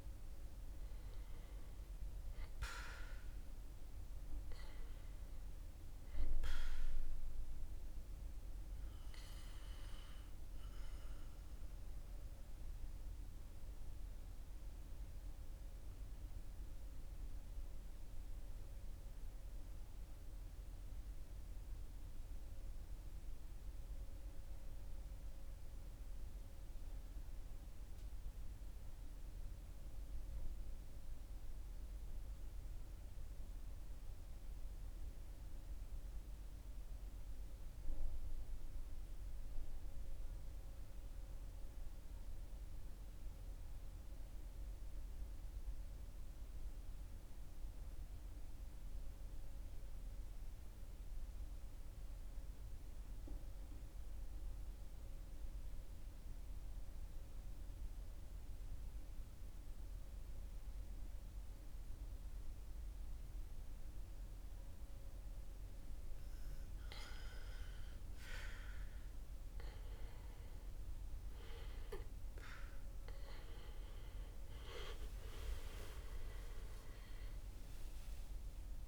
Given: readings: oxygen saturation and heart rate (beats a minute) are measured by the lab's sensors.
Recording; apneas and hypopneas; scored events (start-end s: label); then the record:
breathing in sleep by a room microphone; 1
8.50-27.50 s: oxygen desaturation (device-marked, oxygen 96% before, 91% lowest, heart rate 44 before, 39 extreme)
13.00-65.00 s: mixed apnea (oxygen 97% before, 89% lowest, heart rate 44 before, 39 extreme, up 7 after)
71.50-78.88 s: oxygen desaturation (device-marked, oxygen 98% before, 92% lowest, heart rate 41 before, 42 extreme)
73.50-78.50 s: arousal
From the record:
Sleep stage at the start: N2 (light sleep); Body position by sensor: on the back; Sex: male